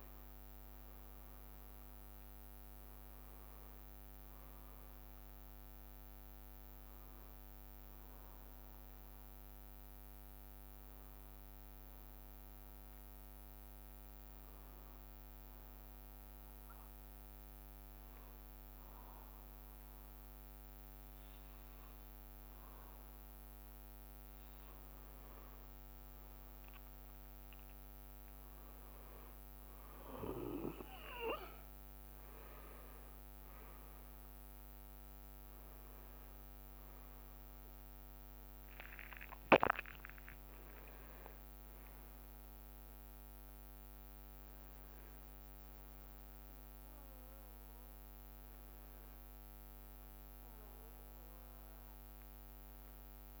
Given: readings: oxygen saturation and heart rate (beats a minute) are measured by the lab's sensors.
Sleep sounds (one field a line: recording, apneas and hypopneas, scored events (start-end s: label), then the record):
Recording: breathing in sleep, hard to hear, by a microphone on the trachea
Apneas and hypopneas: 1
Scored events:
0.00-2.00 s: arousal
0.00-3.00 s: leg movement (device-marked)
0.50-13.50 s: oxygen desaturation (device-marked, oxygen 99% before, 93% lowest, heart rate 71 before, 65 extreme)
12.00-23.50 s: hypopnea (oxygen 99% before, 94% lowest, heart rate 68 before, 66 extreme, up 5 after)
24.50-27.50 s: leg movement (device-marked)
31.50-51.50 s: oxygen desaturation (device-marked, oxygen 98% before, 94% lowest, heart rate 68 before, 65 extreme)
33.00-38.50 s: arousal
From the record:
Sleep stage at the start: N2 (light sleep)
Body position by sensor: on the back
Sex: male